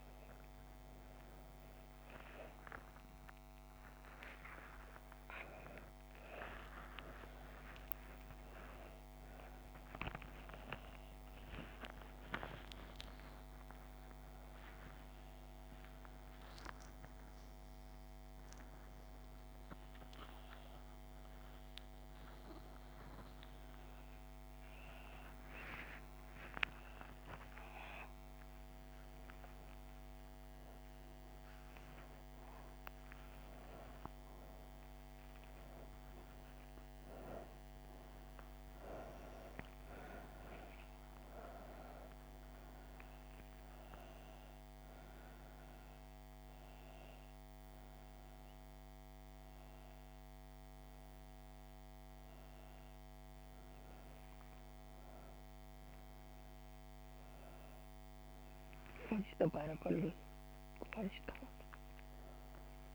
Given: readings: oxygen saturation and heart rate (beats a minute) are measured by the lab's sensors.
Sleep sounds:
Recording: a person awake in a sleep study, by a microphone on the trachea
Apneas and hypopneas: none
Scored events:
4.00-13.00 s: oxygen desaturation (device-marked, oxygen 98% before, 95% lowest)
From the record:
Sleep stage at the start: awake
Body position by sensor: on the back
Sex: female

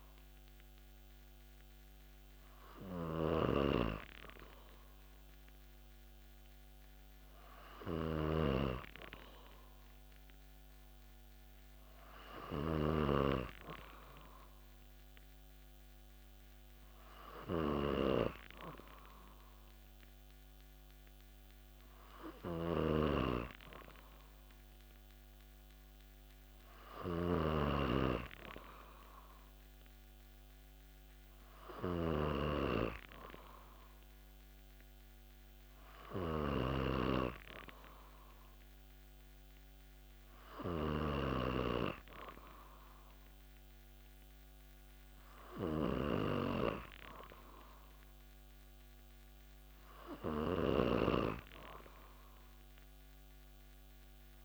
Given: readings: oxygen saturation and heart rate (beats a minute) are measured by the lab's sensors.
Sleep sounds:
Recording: breathing in sleep by a microphone on the trachea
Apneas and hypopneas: none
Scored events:
0.00-27.50 s: snoring (device-marked)
50.50-54.45 s: snoring (device-marked)
From the record:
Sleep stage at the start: N2 (light sleep)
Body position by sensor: on the back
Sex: male

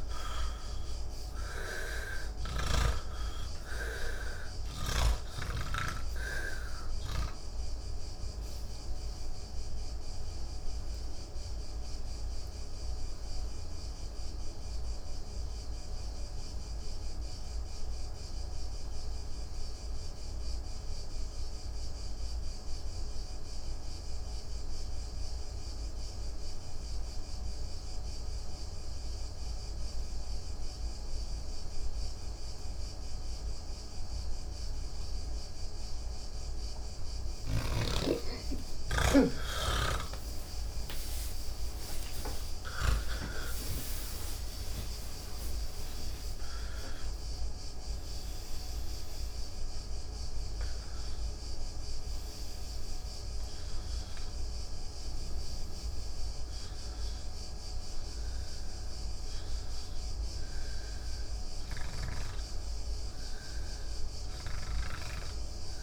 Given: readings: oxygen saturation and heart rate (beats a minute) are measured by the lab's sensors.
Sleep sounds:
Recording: breathing in sleep by a room microphone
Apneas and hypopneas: 1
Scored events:
0.00-3.00 s: snoring (device-marked)
0.00-22.00 s: oxygen desaturation (device-marked, oxygen 80% lowest, heart rate 94 extreme)
8.00-36.00 s: obstructive apnea (oxygen 98% before, 78% lowest, heart rate 111 before, 70 extreme, up 49 after)
22.00-65.83 s: new sleep stage, N3 (deep sleep)
32.00-44.00 s: oxygen desaturation (device-marked, oxygen 98% before, 88% lowest, heart rate 135 before, 70 extreme)
54.00-64.00 s: oxygen desaturation (device-marked, oxygen 91% before, 78% lowest, heart rate 130 before, 84 extreme)
From the record:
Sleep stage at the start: N2 (light sleep)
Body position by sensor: on the back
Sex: male

